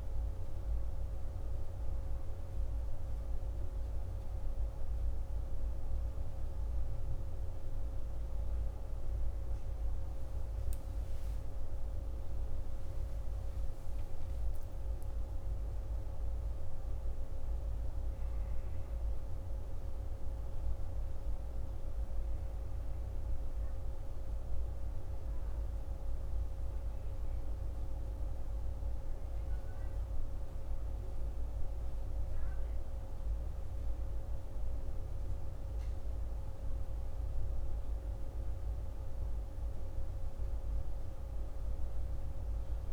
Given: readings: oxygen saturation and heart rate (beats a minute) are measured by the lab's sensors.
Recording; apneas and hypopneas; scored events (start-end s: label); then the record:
breathing in sleep, hard to hear, by a room microphone; none
none scored
From the record:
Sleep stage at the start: N1 (lightest sleep); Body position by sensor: on the back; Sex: male